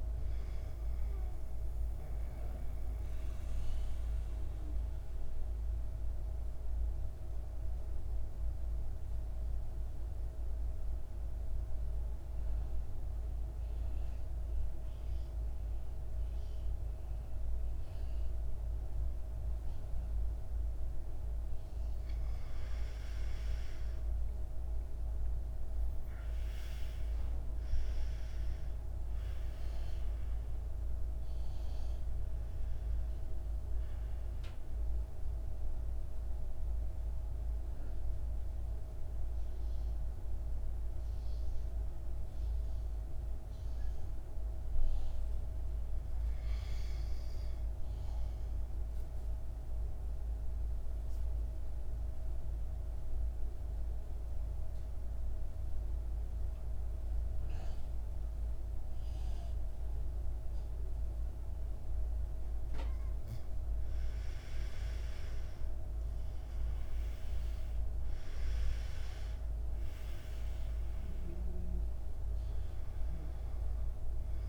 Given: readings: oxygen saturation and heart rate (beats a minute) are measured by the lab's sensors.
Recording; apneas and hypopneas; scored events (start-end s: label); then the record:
breathing in sleep, hard to hear, by a room microphone; 2
0.00-18.00 s: oxygen desaturation (device-marked, oxygen 90% lowest, heart rate 51 extreme)
1.50-21.00 s: central apnea (oxygen 98% before, 88% lowest, heart rate 58 before, 51 extreme, up 14 after)
23.00-26.50 s: arousal
27.00-50.00 s: oxygen desaturation (device-marked, oxygen 99% before, 90% lowest, heart rate 56 before, 52 extreme)
36.50-62.00 s: mixed apnea (oxygen 99% before, 86% lowest, heart rate 62 before, 51 extreme, up 8 after)
57.00-74.49 s: oxygen desaturation (device-marked, oxygen 99% before, 88% lowest, heart rate 55 before, 51 extreme)
65.00-68.50 s: arousal
From the record:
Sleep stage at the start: N2 (light sleep); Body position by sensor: on the back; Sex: male